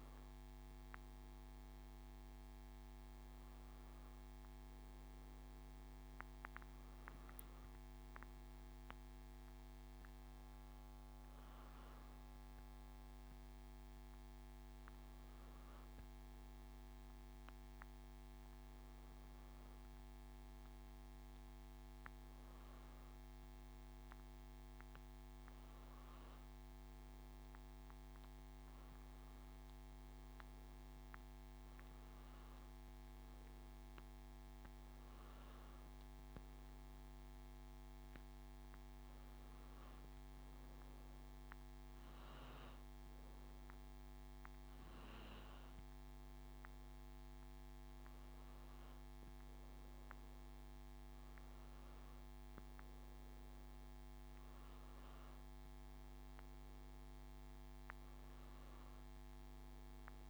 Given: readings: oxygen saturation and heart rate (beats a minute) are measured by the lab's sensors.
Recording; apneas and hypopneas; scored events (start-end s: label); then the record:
breathing in sleep, hard to hear, by a microphone on the trachea; none
0.00-13.50 s: oxygen desaturation (device-marked, oxygen 93% lowest, heart rate 83 extreme)
28.50-33.00 s: arousal
From the record:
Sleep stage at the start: N2 (light sleep); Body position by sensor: on the back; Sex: male